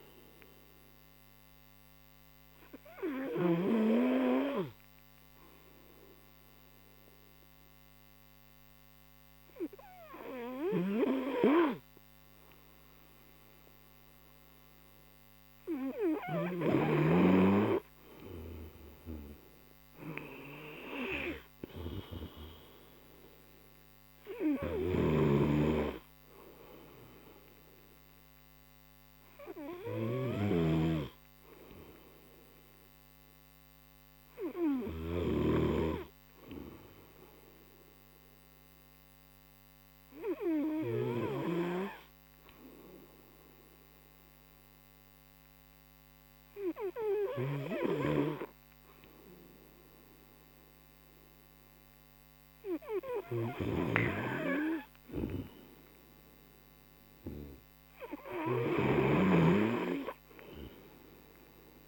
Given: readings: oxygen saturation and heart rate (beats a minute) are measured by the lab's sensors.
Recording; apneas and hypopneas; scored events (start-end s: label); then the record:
breathing in sleep by a microphone on the trachea; none
22.50-31.50 s: oxygen desaturation (device-marked, oxygen 97% before, 93% lowest)
52.50-61.88 s: oxygen desaturation (device-marked, oxygen 98% before, 92% lowest)
From the record:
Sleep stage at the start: N2 (light sleep); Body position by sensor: on the right side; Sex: male